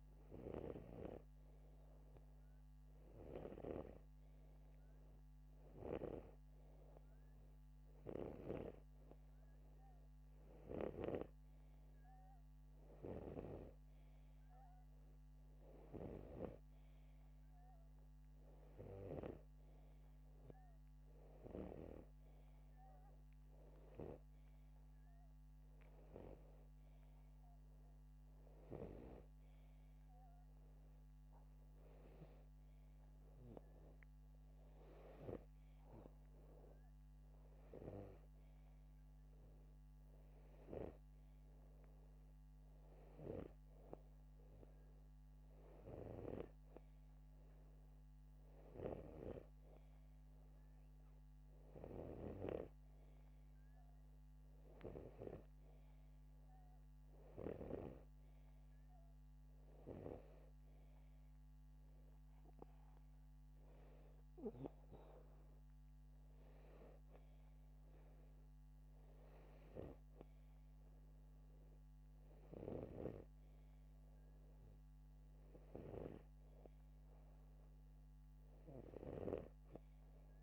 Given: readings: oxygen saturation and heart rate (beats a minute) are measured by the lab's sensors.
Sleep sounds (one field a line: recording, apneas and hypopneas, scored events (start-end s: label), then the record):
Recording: breathing in sleep by a microphone on the trachea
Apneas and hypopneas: none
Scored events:
0.00-1.50 s: snoring (device-marked)
11.00-17.00 s: snoring (device-marked)
52.50-58.50 s: snoring (device-marked)
From the record:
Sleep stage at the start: N2 (light sleep)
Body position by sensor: upright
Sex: male